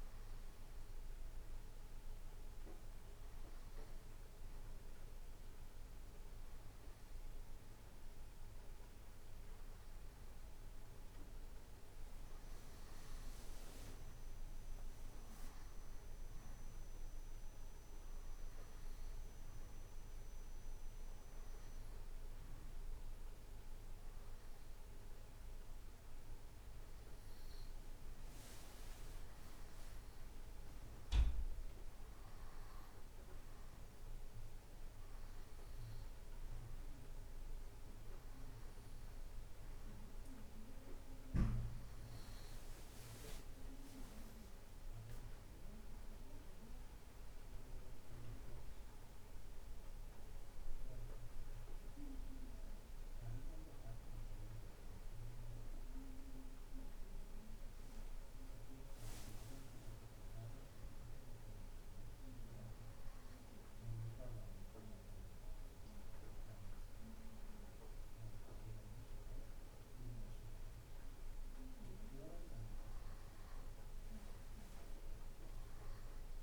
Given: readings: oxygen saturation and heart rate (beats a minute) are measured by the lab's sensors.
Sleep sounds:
breathing in sleep by a room microphone; none
none scored
From the record:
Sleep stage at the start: N2 (light sleep); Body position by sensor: on the right side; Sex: male

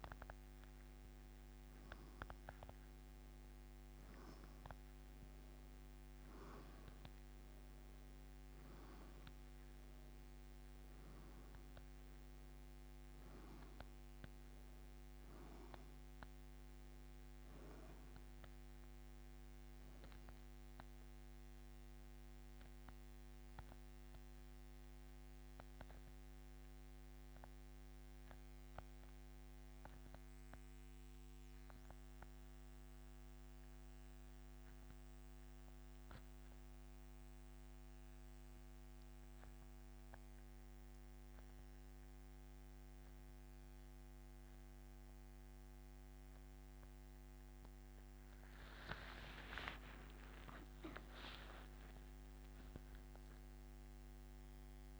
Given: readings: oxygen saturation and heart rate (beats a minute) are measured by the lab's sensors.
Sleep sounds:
breathing in sleep by a microphone on the trachea; 1
26.00-47.50 s: central apnea (oxygen 98% before, 85% lowest, heart rate 90 before, 71 extreme, up 17 after)
34.00-55.00 s: oxygen desaturation (device-marked, oxygen 94% before, 85% lowest, heart rate 83 before, 71 extreme)
49.50-54.00 s: arousal
From the record:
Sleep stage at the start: N2 (light sleep); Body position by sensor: on the back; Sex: male

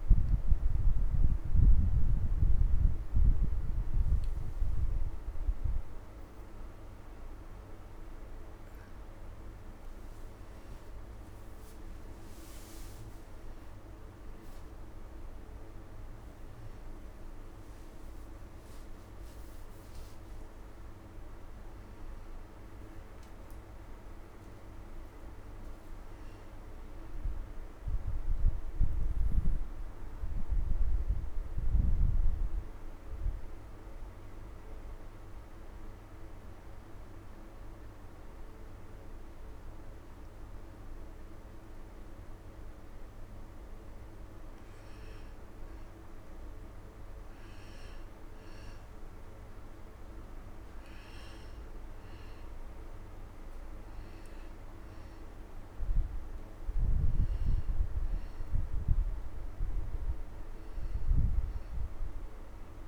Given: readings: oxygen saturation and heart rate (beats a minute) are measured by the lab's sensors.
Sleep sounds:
breathing in sleep, hard to hear, by a room microphone; 1
0.00-11.00 s: oxygen desaturation (device-marked, oxygen 90% lowest)
24.50-28.50 s: arousal
32.50-43.00 s: obstructive apnea (oxygen 98% before, 90% lowest)
43.00-56.00 s: oxygen desaturation (device-marked, oxygen 97% before, 92% lowest)
46.00-62.88 s: new sleep stage, N2 (light sleep)
From the record:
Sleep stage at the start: N1 (lightest sleep); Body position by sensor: on the back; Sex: male

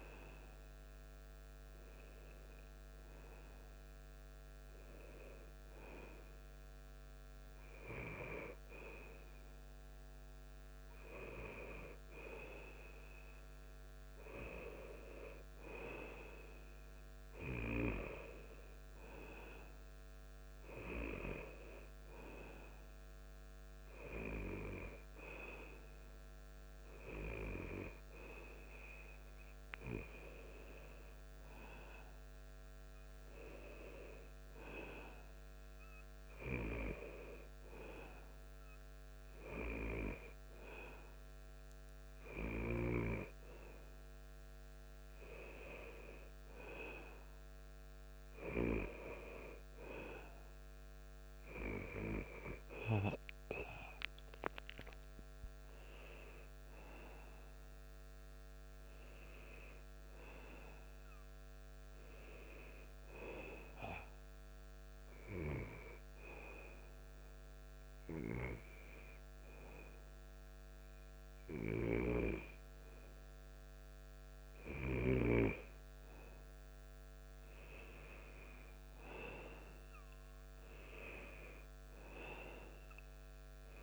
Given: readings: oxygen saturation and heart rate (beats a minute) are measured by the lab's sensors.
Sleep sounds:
breathing in sleep by a microphone on the trachea; 1
55.50-60.00 s: arousal
64.00-76.00 s: obstructive apnea (oxygen 93% before, 92% lowest)
78.00-81.50 s: arousal
From the record:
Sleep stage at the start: N2 (light sleep); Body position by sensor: on the back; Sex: male

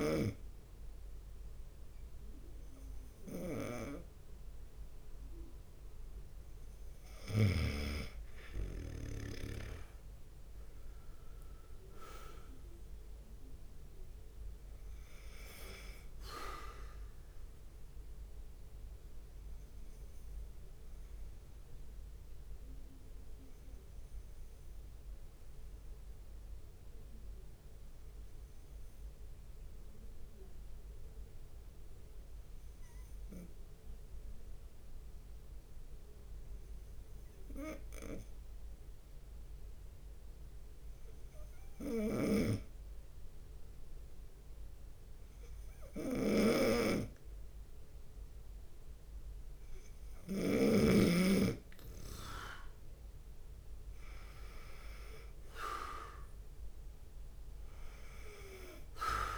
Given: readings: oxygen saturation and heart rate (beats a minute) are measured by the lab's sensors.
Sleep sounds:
breathing in sleep by a room microphone; 1
0.00-8.00 s: snoring (device-marked)
0.00-23.00 s: bradycardia (device-marked)
0.50-2.50 s: long interval between heartbeats (device-marked)
1.00-3.00 s: leg movement (device-marked)
6.00-8.50 s: leg movement (device-marked)
8.00-10.00 s: long interval between heartbeats (device-marked)
17.00-20.50 s: leg movement (device-marked)
21.00-48.50 s: obstructive apnea (oxygen 98% before, 91% lowest)
30.00-59.38 s: bradycardia (device-marked)
35.50-37.50 s: long interval between heartbeats (device-marked)
42.00-51.00 s: snoring (device-marked)
51.50-55.50 s: arousal
57.00-59.38 s: oxygen desaturation (device-marked, oxygen 96% before, 93% lowest)
From the record:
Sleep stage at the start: N2 (light sleep); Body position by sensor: on the right side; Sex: male

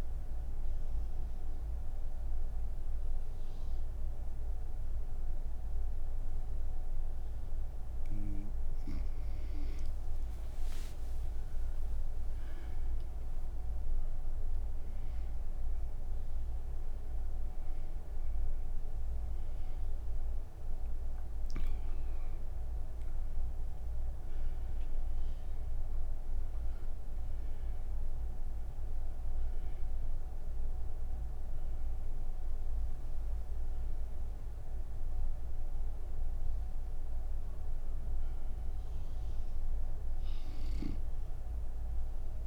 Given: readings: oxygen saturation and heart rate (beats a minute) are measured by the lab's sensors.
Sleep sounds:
breathing in sleep, hard to hear, by a room microphone; none
10.50-37.50 s: oxygen desaturation (device-marked, oxygen 98% before, 91% lowest)
From the record:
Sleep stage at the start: N1 (lightest sleep); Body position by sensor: on the right side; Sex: female

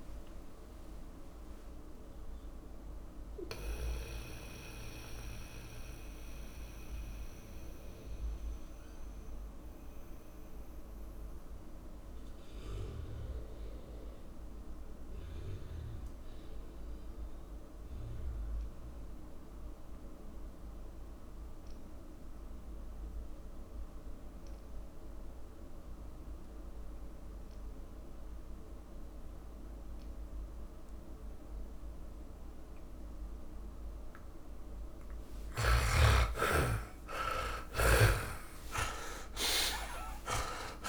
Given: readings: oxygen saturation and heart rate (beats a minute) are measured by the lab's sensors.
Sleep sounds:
breathing in sleep by a room microphone; 1
0.00-21.50 s: oxygen desaturation (device-marked, oxygen 78% lowest)
2.50-35.00 s: mixed apnea (oxygen 100% before, 78% lowest)
29.50-40.89 s: oxygen desaturation (device-marked, oxygen 100% before, 78% lowest)
37.00-40.89 s: arousal
38.00-40.89 s: snoring (device-marked)
From the record:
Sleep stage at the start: N2 (light sleep); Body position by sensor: on the back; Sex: male

